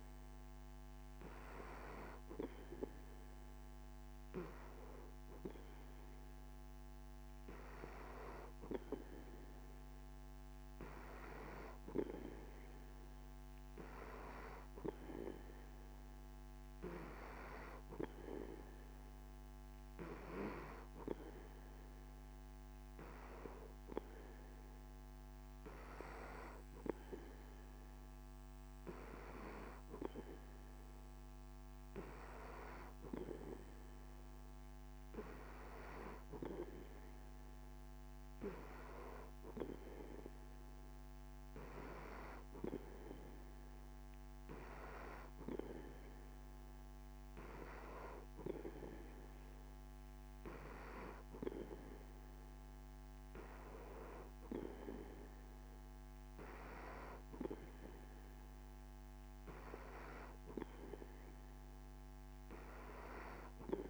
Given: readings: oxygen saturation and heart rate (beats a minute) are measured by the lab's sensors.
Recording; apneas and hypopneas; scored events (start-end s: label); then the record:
breathing in sleep by a microphone on the trachea; none
none scored
From the record:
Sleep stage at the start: N3 (deep sleep); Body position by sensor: on the back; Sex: male